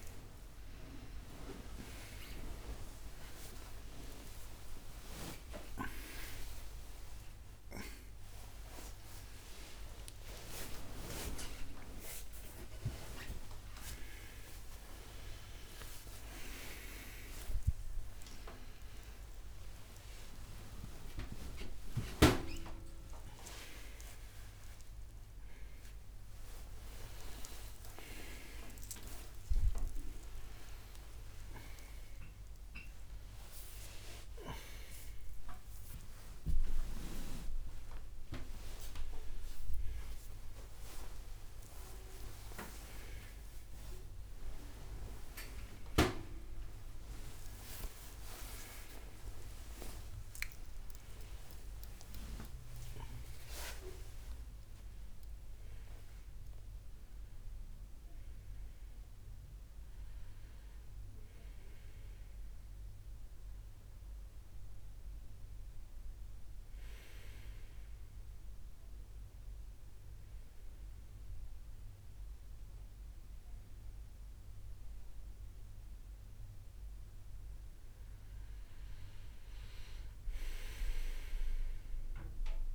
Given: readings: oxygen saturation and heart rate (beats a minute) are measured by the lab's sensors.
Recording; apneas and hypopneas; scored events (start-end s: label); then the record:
a person awake in a sleep study, by a room microphone; none
69.00-82.00 s: oxygen desaturation (device-marked, oxygen 96% before, 93% lowest, heart rate 86 before, 80 extreme)
From the record:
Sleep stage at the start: awake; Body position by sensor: on the left side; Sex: male